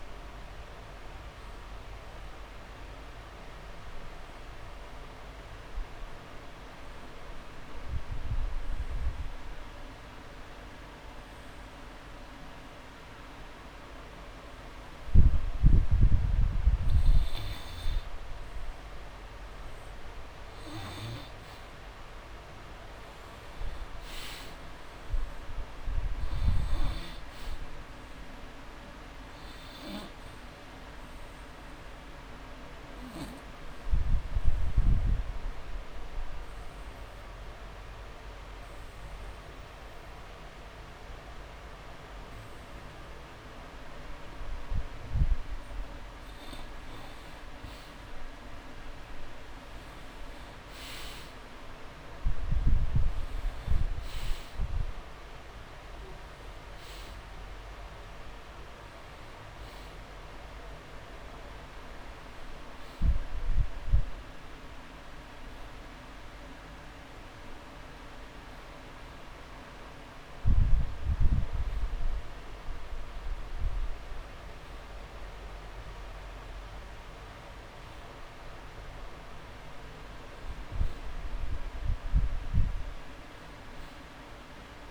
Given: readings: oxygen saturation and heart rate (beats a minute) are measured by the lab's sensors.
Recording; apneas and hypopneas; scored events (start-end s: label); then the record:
breathing in sleep, hard to hear, by a room microphone; 3
3.50-17.00 s: obstructive apnea (oxygen 98% before, 87% lowest)
20.00-24.50 s: arousal
27.50-49.50 s: oxygen desaturation (device-marked, oxygen 97% before, 87% lowest)
32.00-45.50 s: obstructive apnea (oxygen 97% before, 87% lowest)
48.50-52.50 s: arousal
62.50-78.50 s: oxygen desaturation (device-marked, oxygen 97% before, 90% lowest)
66.00-78.00 s: hypopnea (oxygen 97% before, 90% lowest)
79.50-83.00 s: arousal
82.50-84.50 s: long interval between heartbeats (device-marked)
From the record:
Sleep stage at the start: N2 (light sleep); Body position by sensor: on the back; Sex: male